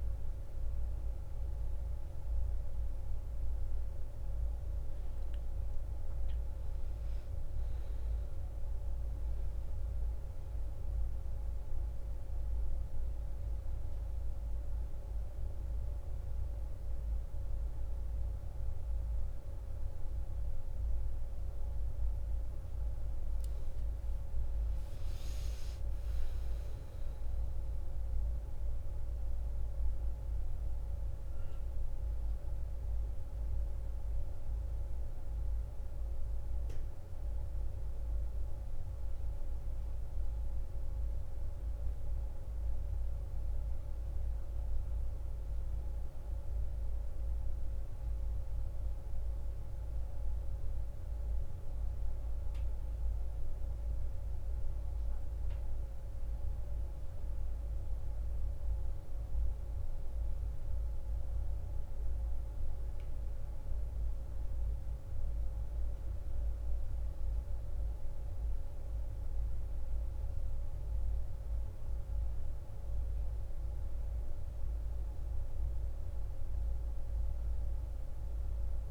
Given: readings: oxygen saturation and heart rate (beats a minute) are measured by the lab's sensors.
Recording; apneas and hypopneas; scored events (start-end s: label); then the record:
a person awake in a sleep study, hard to hear, by a room microphone; none
53.50-78.91 s: oxygen desaturation (device-marked, oxygen 97% before, 92% lowest)
76.50-78.91 s: new sleep stage, N1 (lightest sleep)
From the record:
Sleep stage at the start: awake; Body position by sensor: on the back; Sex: female